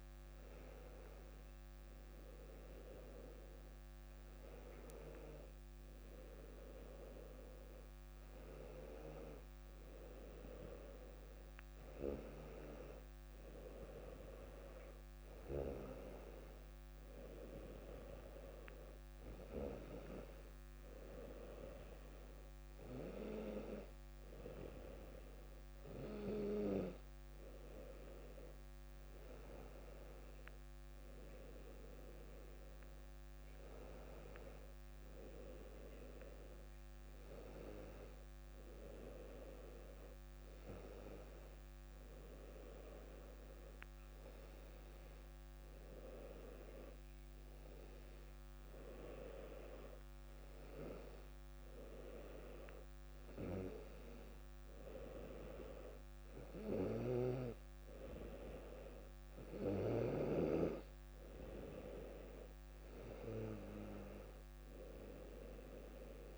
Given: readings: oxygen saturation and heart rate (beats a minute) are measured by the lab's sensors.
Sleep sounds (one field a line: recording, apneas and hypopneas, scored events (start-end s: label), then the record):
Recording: breathing in sleep by a microphone on the trachea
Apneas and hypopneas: none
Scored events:
none scored
From the record:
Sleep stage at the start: N2 (light sleep)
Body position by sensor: on the back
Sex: female